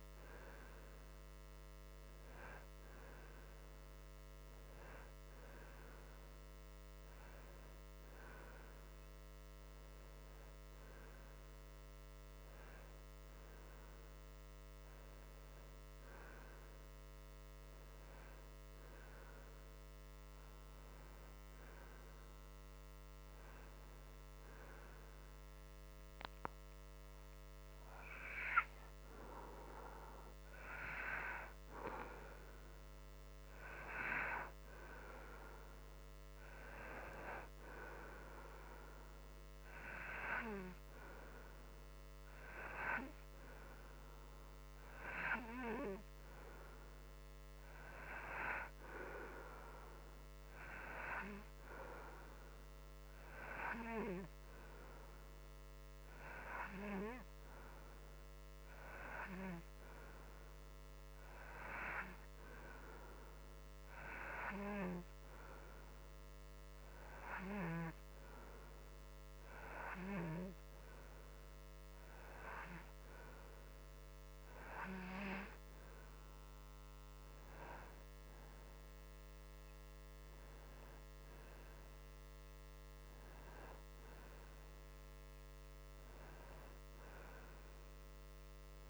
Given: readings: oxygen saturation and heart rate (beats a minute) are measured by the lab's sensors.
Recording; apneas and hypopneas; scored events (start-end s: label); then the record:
breathing in sleep by a microphone on the trachea; none
none scored
From the record:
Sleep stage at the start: N2 (light sleep); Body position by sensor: on the right side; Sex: male